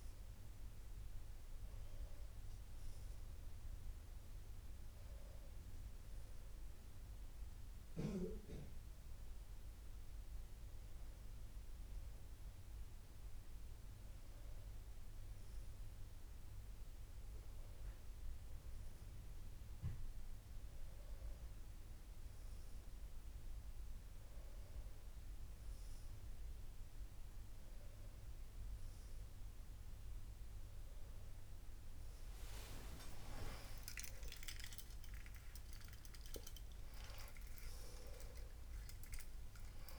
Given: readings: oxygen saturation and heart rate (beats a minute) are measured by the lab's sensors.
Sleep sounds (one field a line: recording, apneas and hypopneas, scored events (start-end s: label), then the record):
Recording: breathing in sleep by a room microphone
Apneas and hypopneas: none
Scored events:
36.50-39.99 s: new sleep stage, awake
From the record:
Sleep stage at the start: N2 (light sleep)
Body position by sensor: on the back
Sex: female